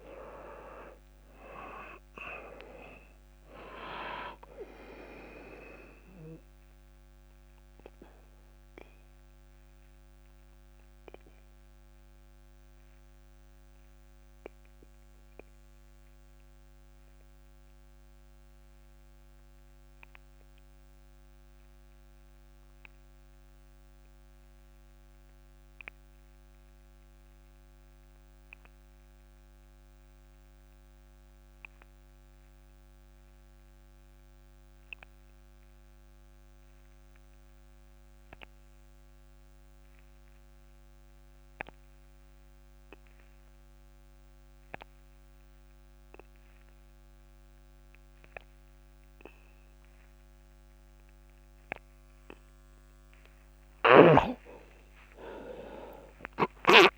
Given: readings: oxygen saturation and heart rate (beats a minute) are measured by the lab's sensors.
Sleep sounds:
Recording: breathing in sleep by a microphone on the trachea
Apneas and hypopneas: 1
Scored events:
0.00-29.50 s: oxygen desaturation (device-marked, oxygen 84% lowest)
6.00-52.50 s: obstructive apnea (oxygen 98% before, 83% lowest)
45.50-56.98 s: oxygen desaturation (device-marked, oxygen 99% before, 83% lowest)
54.50-56.98 s: arousal
From the record:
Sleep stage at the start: N2 (light sleep)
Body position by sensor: on the back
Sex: male

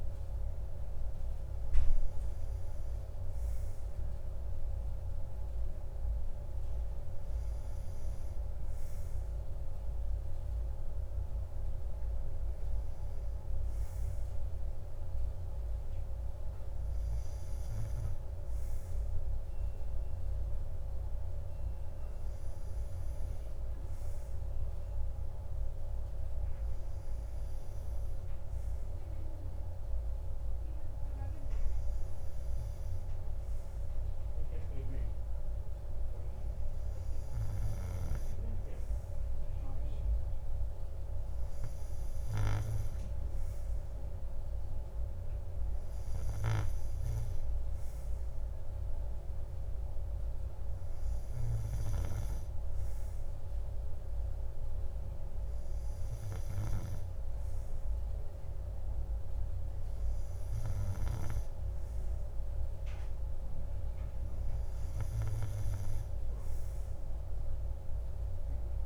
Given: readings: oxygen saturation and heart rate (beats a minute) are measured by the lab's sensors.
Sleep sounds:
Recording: breathing in sleep, hard to hear, by a room microphone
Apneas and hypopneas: none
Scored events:
none scored
From the record:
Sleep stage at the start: N2 (light sleep)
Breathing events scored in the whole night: 115 in 3.9 hours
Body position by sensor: on the right side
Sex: male

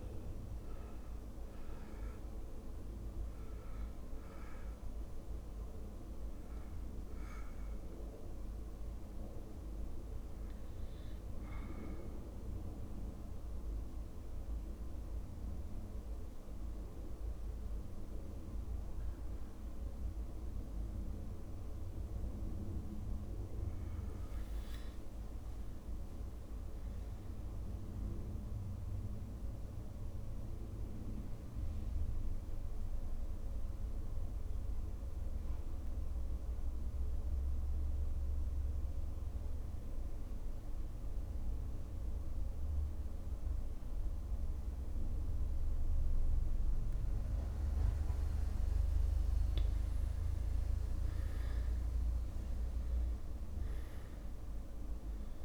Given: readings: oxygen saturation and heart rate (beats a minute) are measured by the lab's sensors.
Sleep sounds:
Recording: breathing in sleep, hard to hear, by a room microphone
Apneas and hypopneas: 2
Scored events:
0.00-22.50 s: oxygen desaturation (device-marked, oxygen 83% lowest)
12.50-23.00 s: central apnea (oxygen 98% before, 84% lowest)
25.00-27.50 s: arousal
31.00-49.00 s: central apnea (oxygen 100% before, 94% lowest)
52.00-55.45 s: arousal
From the record:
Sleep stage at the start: REM sleep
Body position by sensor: on the back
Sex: male

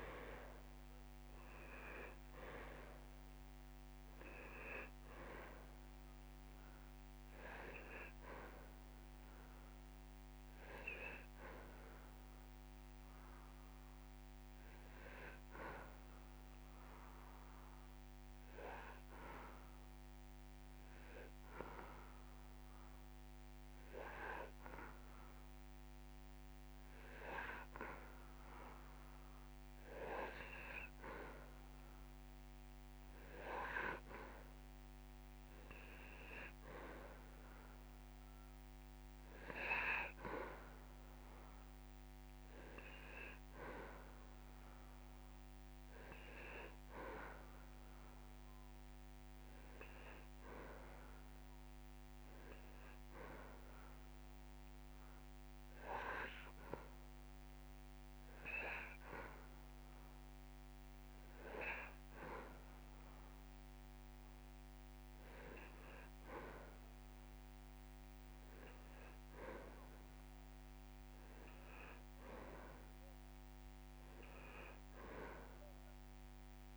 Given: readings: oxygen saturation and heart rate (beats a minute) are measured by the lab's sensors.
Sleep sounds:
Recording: breathing in sleep by a microphone on the trachea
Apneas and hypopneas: 2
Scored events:
0.00-27.50 s: oxygen desaturation (device-marked, oxygen 87% lowest)
14.00-27.00 s: hypopnea (oxygen 97% before, 87% lowest)
29.00-33.00 s: arousal
41.50-57.50 s: oxygen desaturation (device-marked, oxygen 99% before, 94% lowest)
54.00-65.00 s: hypopnea (oxygen 99% before, 93% lowest)
69.00-71.00 s: long interval between heartbeats (device-marked)
69.50-73.00 s: arousal
From the record:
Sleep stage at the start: N2 (light sleep)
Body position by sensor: on the back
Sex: male

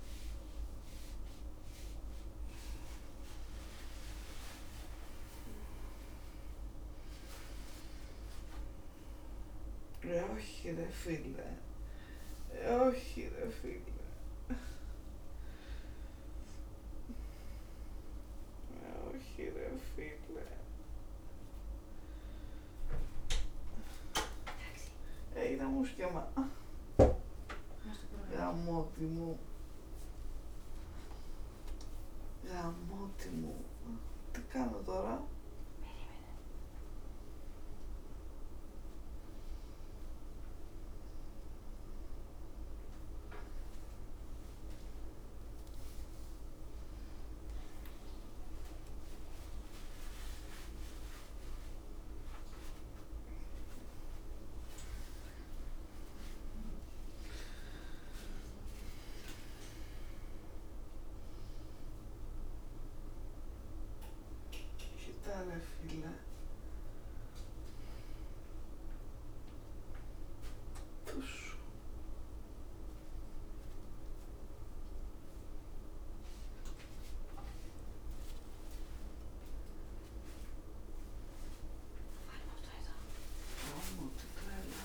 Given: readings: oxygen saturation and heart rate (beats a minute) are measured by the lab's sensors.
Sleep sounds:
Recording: a person awake in a sleep study, by a room microphone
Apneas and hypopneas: none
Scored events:
28.50-33.50 s: snoring (device-marked)
66.00-78.00 s: oxygen desaturation (device-marked, oxygen 97% before, 93% lowest, heart rate 103 before, 101 extreme)
From the record:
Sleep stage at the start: awake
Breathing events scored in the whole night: 246 in 3.3 hours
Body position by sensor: upright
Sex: female

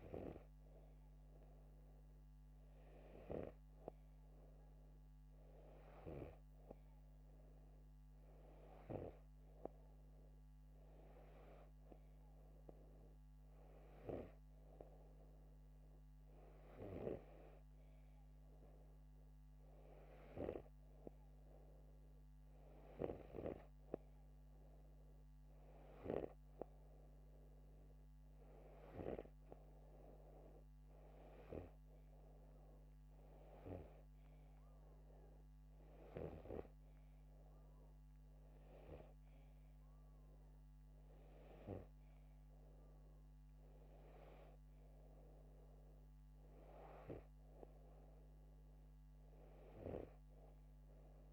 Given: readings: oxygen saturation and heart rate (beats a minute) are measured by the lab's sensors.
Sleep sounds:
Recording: breathing in sleep by a microphone on the trachea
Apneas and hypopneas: none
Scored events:
none scored
From the record:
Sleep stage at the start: N2 (light sleep)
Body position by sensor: upright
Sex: male

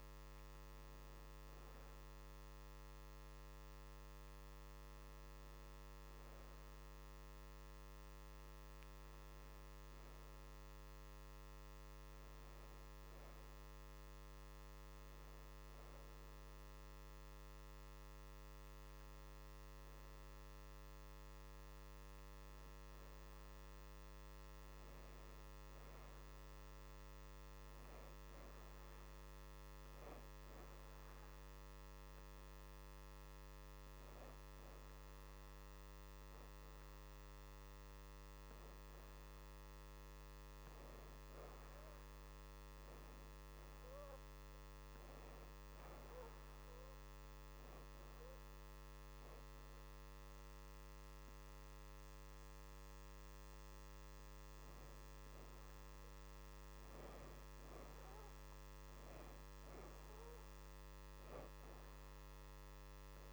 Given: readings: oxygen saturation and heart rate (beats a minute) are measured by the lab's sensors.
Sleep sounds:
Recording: breathing in sleep, hard to hear, by a microphone on the trachea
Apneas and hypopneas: none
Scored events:
0.00-11.00 s: oxygen desaturation (device-marked, oxygen 83% lowest, heart rate 76 extreme)
19.00-29.00 s: oxygen desaturation (device-marked, oxygen 93% before, 87% lowest, heart rate 79 before, 80 extreme)
34.00-44.00 s: oxygen desaturation (device-marked, oxygen 88% before, 82% lowest, heart rate 81 before, 83 extreme)
50.00-63.00 s: oxygen desaturation (device-marked, oxygen 86% before, 81% lowest, heart rate 84 before, 81 extreme)
From the record:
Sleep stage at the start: N1 (lightest sleep)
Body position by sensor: on the back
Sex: female

